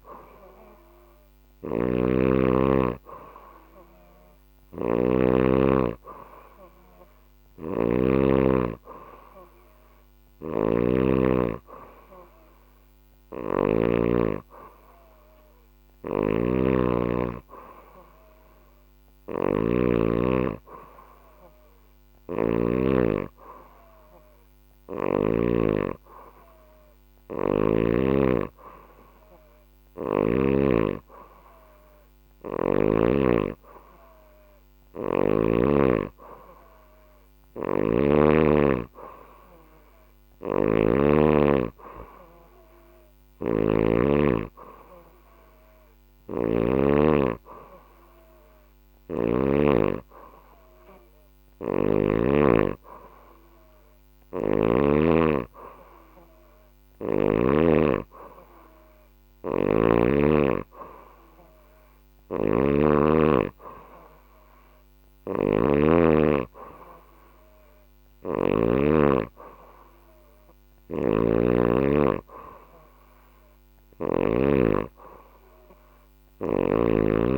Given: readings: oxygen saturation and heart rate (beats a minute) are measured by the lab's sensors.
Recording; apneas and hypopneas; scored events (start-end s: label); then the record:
breathing in sleep by a microphone on the trachea; none
0.50-4.50 s: snoring (device-marked)
6.50-13.00 s: snoring (device-marked)
15.00-22.00 s: snoring (device-marked)
36.50-46.00 s: snoring (device-marked)
48.00-51.50 s: snoring (device-marked)
53.50-57.00 s: snoring (device-marked)
61.50-68.00 s: snoring (device-marked)
70.00-73.50 s: snoring (device-marked)
75.50-77.38 s: snoring (device-marked)
From the record:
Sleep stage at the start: N2 (light sleep); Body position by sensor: on the back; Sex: female